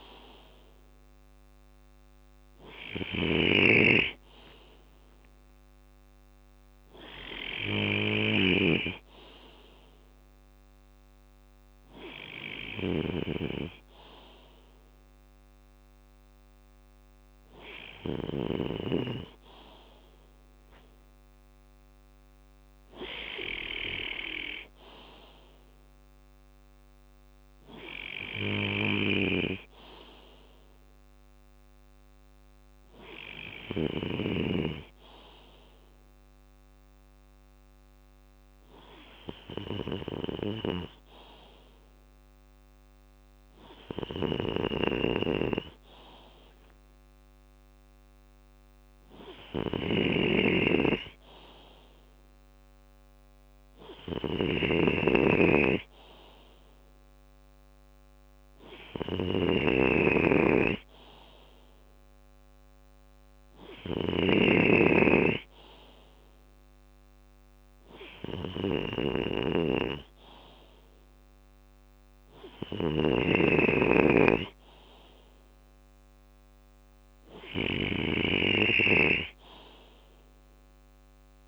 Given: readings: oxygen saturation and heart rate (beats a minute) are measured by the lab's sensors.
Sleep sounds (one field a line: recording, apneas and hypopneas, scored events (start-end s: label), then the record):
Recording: breathing in sleep by a microphone on the trachea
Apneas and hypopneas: none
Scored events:
0.00-18.00 s: snoring (device-marked)
5.00-14.00 s: drop in pulse transit time (device-marked, heart rate 61 before, 57 extreme)
8.00-14.00 s: bradycardia (device-marked, heart rate 61 before, 57 extreme)
25.00-31.00 s: bradycardia (device-marked, heart rate 61 before, 55 extreme)
43.50-81.48 s: snoring (device-marked)
74.00-81.48 s: drop in pulse transit time (device-marked, heart rate 62 before, 62 extreme)
From the record:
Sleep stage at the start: N2 (light sleep)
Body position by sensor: on the left side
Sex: male